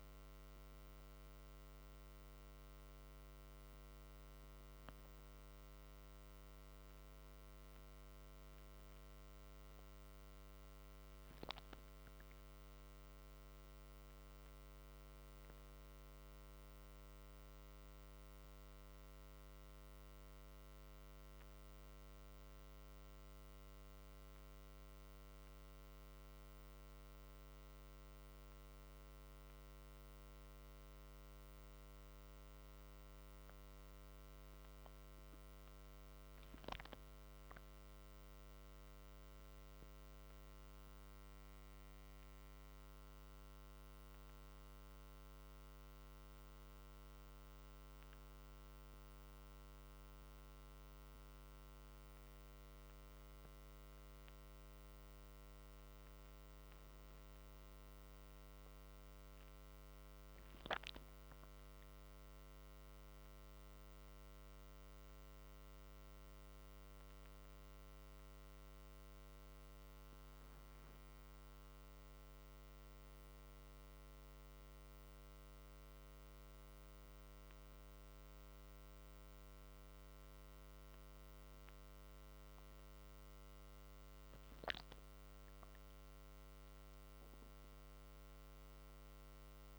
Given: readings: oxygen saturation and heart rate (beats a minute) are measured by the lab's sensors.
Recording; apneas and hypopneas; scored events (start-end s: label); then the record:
a person awake in a sleep study, hard to hear, by a microphone on the trachea; none
none scored
From the record:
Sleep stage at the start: awake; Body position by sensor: on the back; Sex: male